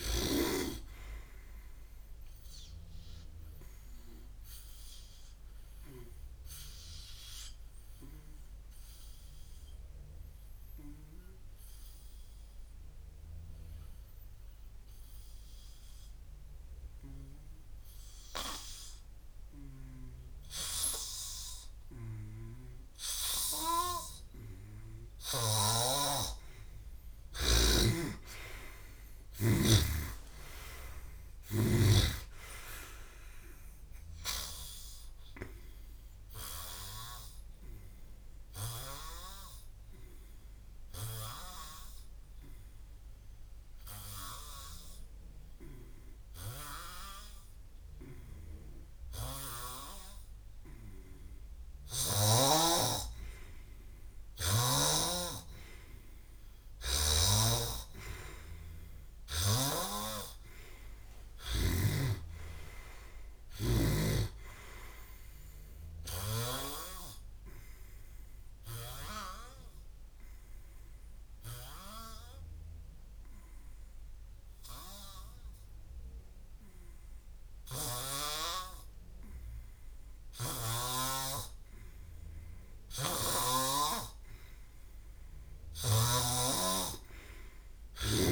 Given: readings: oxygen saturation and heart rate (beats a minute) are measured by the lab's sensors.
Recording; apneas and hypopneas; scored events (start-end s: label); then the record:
breathing in sleep by a room microphone; 3
0.00-13.50 s: oxygen desaturation (device-marked, oxygen 90% lowest, heart rate 57 extreme)
4.50-19.50 s: obstructive apnea (oxygen 99% before, 90% lowest, heart rate 68 before, 57 extreme, up 8 after)
21.00-26.00 s: arousal
25.50-29.50 s: snoring (device-marked)
36.50-45.50 s: oxygen desaturation (device-marked, oxygen 95% before, 90% lowest, heart rate 66 before, 58 extreme)
37.00-50.00 s: hypopnea (oxygen 95% before, 90% lowest, heart rate 66 before, 58 extreme, up 2 after)
53.50-59.50 s: arousal
59.50-64.00 s: snoring (device-marked)
67.50-80.00 s: hypopnea (oxygen 97% before, 92% lowest, heart rate 74 before, 55 extreme, up 10 after)
84.50-88.32 s: arousal
From the record:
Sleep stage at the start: N2 (light sleep); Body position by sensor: on the back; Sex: male